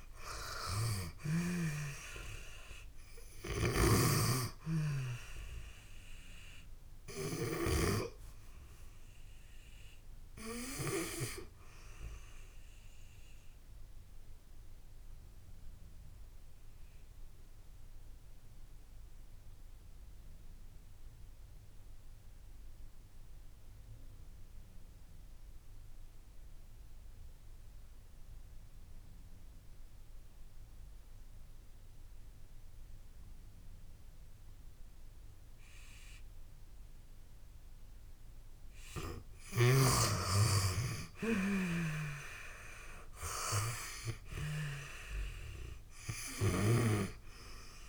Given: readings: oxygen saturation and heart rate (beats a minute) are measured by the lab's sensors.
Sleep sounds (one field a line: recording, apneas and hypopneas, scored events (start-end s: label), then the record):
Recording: breathing in sleep by a room microphone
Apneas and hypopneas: 1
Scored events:
0.00-1.00 s: snoring (device-marked)
0.00-2.00 s: arousal
3.00-7.50 s: snoring (device-marked)
7.00-31.00 s: oxygen desaturation (device-marked, oxygen 96% before, 84% lowest)
13.50-38.50 s: obstructive apnea (oxygen 96% before, 83% lowest)
40.00-42.50 s: arousal
46.00-47.89 s: oxygen desaturation (device-marked, oxygen 96% before, 83% lowest)
From the record:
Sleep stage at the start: N2 (light sleep)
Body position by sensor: on the back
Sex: female